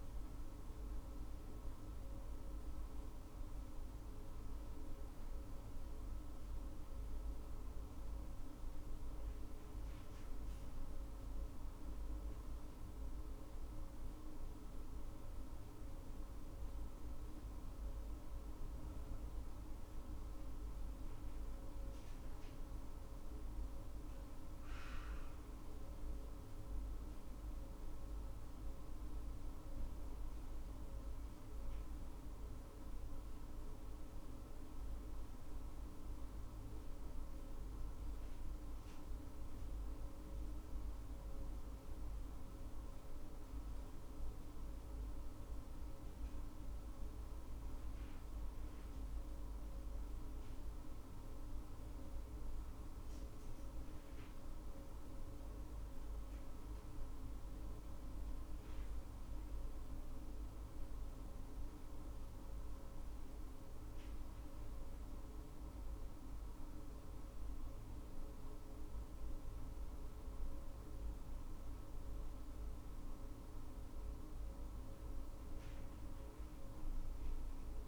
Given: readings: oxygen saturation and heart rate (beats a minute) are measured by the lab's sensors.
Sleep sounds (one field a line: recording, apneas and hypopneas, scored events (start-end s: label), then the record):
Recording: breathing in sleep, hard to hear, by a room microphone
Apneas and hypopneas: none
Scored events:
none scored
From the record:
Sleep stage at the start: N2 (light sleep)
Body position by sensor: on the right side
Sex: female